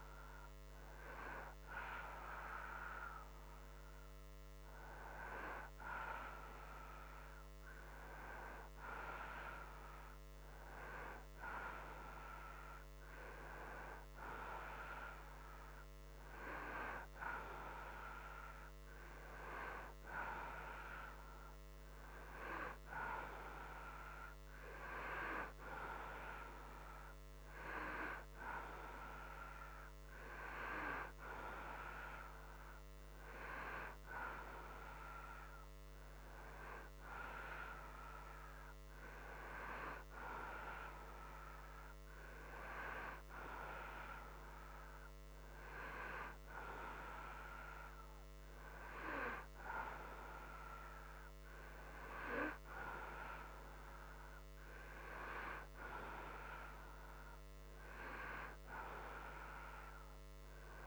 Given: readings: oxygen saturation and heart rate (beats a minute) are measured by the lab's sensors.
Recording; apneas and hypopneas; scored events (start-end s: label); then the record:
breathing in sleep by a microphone on the trachea; none
none scored
From the record:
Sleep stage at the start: N2 (light sleep); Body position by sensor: upright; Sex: male